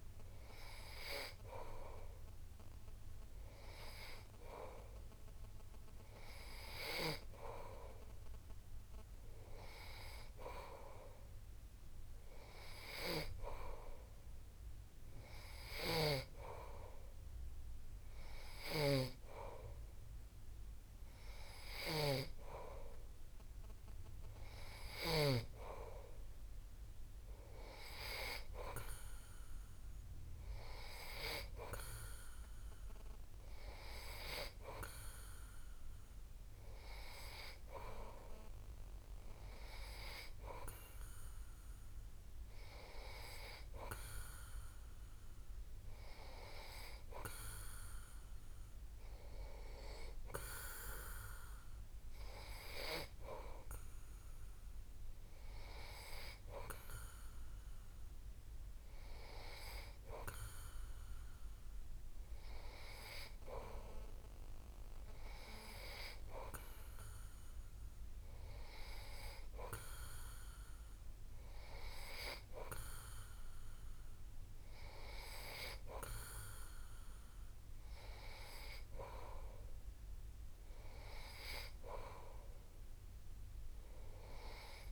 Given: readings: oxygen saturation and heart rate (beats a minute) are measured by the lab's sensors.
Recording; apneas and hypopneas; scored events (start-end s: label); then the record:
breathing in sleep by a room microphone; none
none scored
From the record:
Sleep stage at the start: N3 (deep sleep); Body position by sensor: on the back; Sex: male